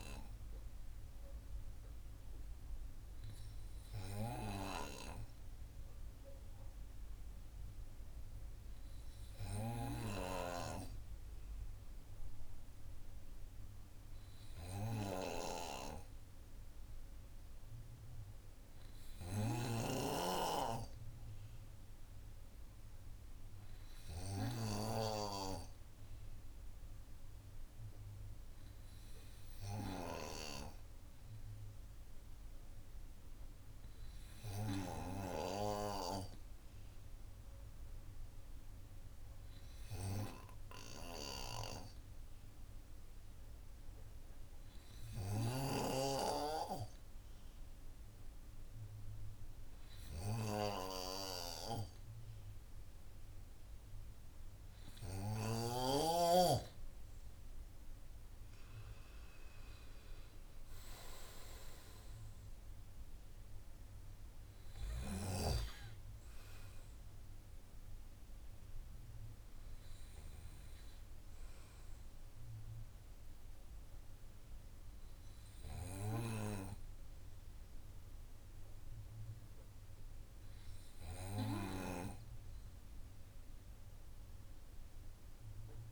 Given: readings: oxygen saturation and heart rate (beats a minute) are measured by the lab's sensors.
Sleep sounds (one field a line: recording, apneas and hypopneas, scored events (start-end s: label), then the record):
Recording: breathing in sleep by a room microphone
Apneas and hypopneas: 1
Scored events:
35.50-56.00 s: hypopnea (oxygen 98% before, 94% lowest)
58.00-61.00 s: arousal
From the record:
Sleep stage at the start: N2 (light sleep)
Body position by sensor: on the right side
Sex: male